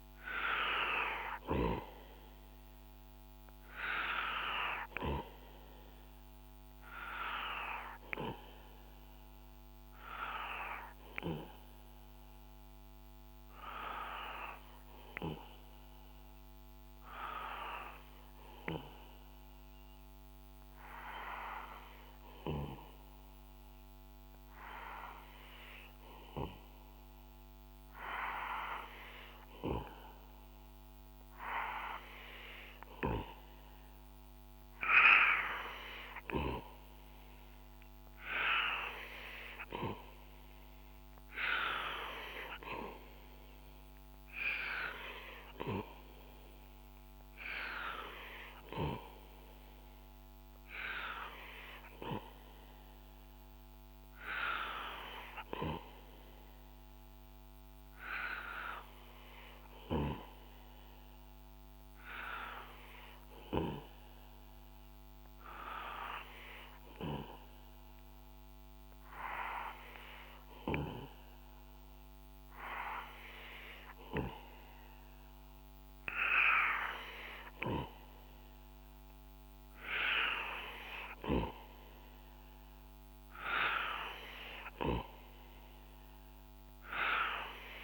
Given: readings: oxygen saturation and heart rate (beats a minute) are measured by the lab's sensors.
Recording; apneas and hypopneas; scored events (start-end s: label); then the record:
breathing in sleep by a microphone on the trachea; none
0.00-17.50 s: oxygen desaturation (device-marked, oxygen 92% lowest, heart rate 63 extreme)
From the record:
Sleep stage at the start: N2 (light sleep); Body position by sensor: on the back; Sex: male